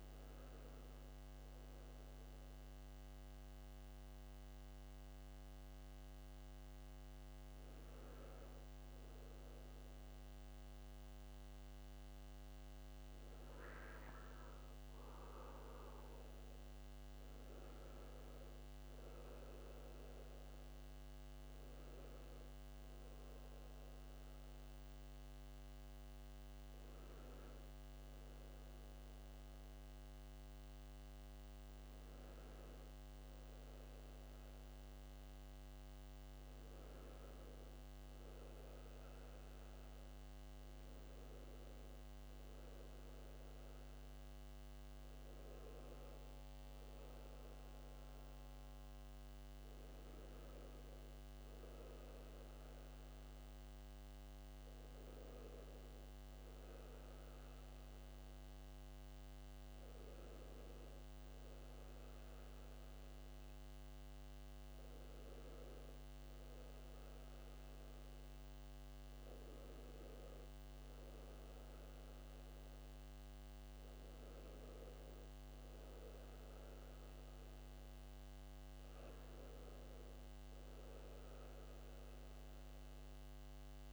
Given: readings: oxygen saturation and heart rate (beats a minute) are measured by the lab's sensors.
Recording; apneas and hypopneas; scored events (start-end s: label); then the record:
breathing in sleep, hard to hear, by a microphone on the trachea; none
none scored
From the record:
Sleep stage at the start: N2 (light sleep); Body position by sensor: on the back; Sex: male